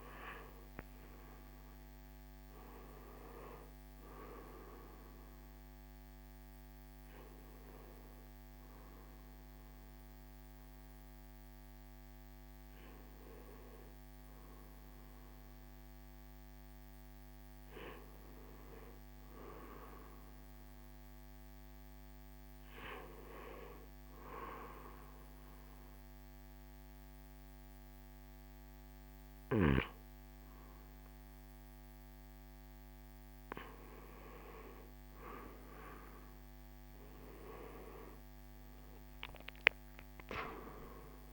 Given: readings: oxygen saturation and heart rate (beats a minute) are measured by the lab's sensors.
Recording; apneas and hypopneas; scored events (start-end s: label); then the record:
a person partly awake in a sleep study, by a microphone on the trachea; none
0.00-7.00 s: oxygen desaturation (device-marked, oxygen 93% lowest, heart rate 63 extreme)
16.00-41.32 s: new sleep stage, N1 (lightest sleep)
36.00-40.50 s: arousal
From the record:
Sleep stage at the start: awake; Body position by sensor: on the right side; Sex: male